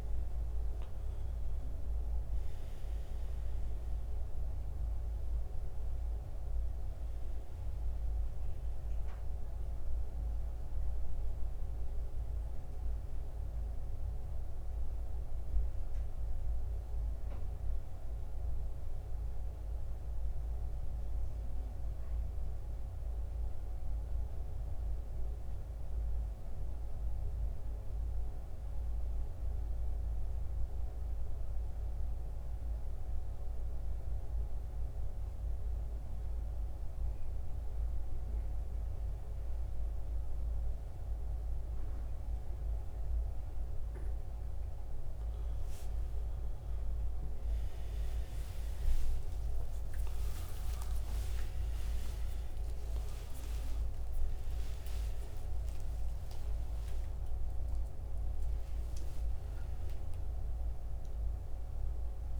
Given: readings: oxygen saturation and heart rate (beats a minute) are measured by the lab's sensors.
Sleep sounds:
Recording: breathing in sleep, hard to hear, by a room microphone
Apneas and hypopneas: 1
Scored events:
0.00-1.50 s: arousal
0.00-29.50 s: oxygen desaturation (device-marked, oxygen 87% lowest, heart rate 63 extreme)
15.50-44.50 s: mixed apnea (oxygen 96% before, 87% lowest, heart rate 75 before, 63 extreme, up 54 after)
45.50-49.50 s: arousal
From the record:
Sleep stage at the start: N2 (light sleep)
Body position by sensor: on the back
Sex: male

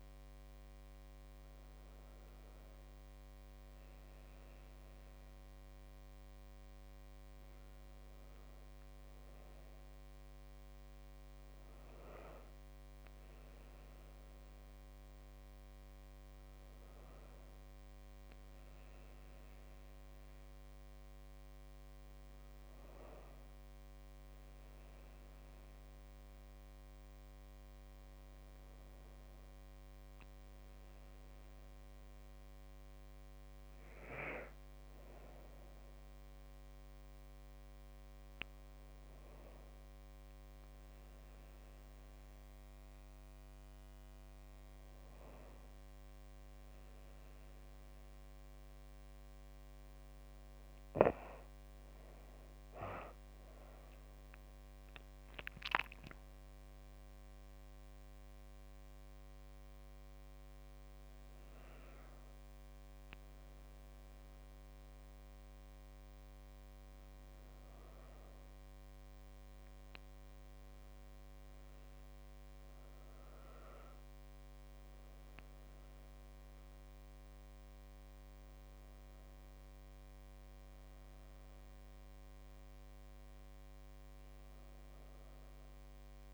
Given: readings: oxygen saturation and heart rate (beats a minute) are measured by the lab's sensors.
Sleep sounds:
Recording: a person partly awake in a sleep study, hard to hear, by a microphone on the trachea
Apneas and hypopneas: none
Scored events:
1.00-31.00 s: new sleep stage, N1 (lightest sleep)
31.00-86.34 s: new sleep stage, N2 (light sleep)
53.50-57.00 s: arousal
From the record:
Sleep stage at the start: awake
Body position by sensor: on the back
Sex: female

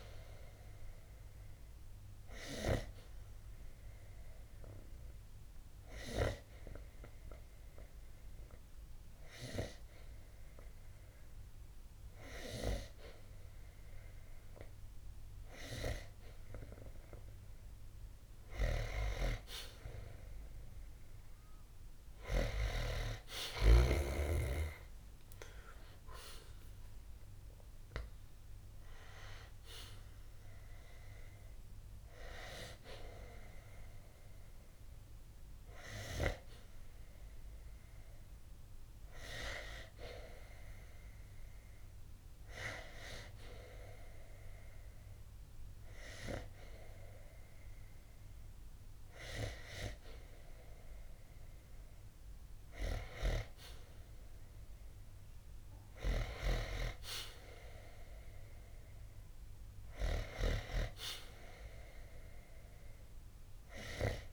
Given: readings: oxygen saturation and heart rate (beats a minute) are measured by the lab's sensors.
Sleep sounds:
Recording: breathing in sleep by a room microphone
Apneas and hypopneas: 2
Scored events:
4.00-16.00 s: hypopnea (oxygen 94% before, 91% lowest, heart rate 70 before, 60 extreme, up 7 after)
19.00-22.50 s: arousal
37.50-49.00 s: hypopnea (oxygen 94% before, 91% lowest, heart rate 69 before, 50 extreme, up 0 after)
50.50-55.00 s: arousal
54.50-64.33 s: oxygen desaturation (device-marked, oxygen 95% before, 91% lowest, heart rate 66 before, 50 extreme)
From the record:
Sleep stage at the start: N2 (light sleep)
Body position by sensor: on the back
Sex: male

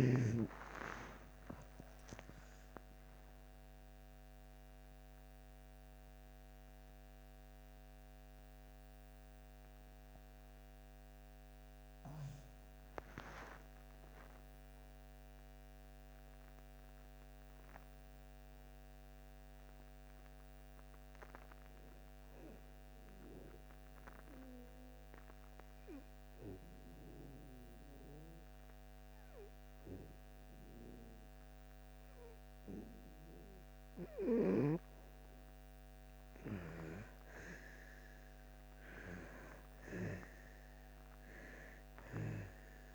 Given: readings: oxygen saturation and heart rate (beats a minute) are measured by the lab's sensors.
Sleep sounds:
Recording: breathing in sleep by a microphone on the trachea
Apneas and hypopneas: 1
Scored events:
0.00-1.50 s: arousal
0.00-26.50 s: oxygen desaturation (device-marked, oxygen 76% lowest)
23.00-35.50 s: obstructive apnea (oxygen 87% before, 80% lowest)
37.00-41.00 s: arousal
38.50-42.94 s: oxygen desaturation (device-marked, oxygen 99% before, 89% lowest)
From the record:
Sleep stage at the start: N2 (light sleep)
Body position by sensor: on the back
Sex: female

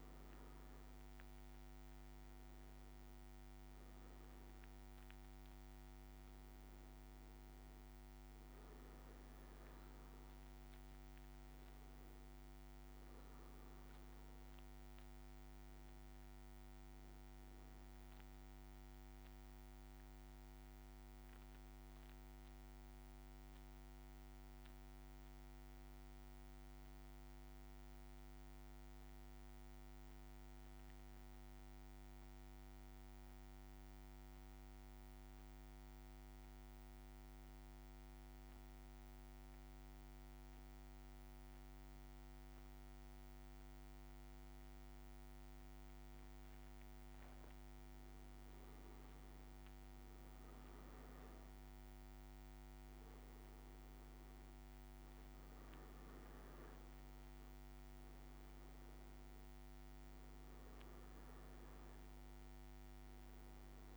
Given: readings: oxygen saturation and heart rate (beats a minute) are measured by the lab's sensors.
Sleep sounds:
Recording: breathing in sleep, hard to hear, by a microphone on the trachea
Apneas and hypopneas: 1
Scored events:
14.00-19.00 s: arousal
21.00-47.00 s: central apnea (oxygen 100% before, 95% lowest, heart rate 57 before, 55 extreme, up 2 after)
49.00-53.50 s: arousal
51.00-63.97 s: oxygen desaturation (device-marked, oxygen 100% before, 95% lowest, heart rate 58 before, 56 extreme)
From the record:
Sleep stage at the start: N2 (light sleep)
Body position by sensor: on the back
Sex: male

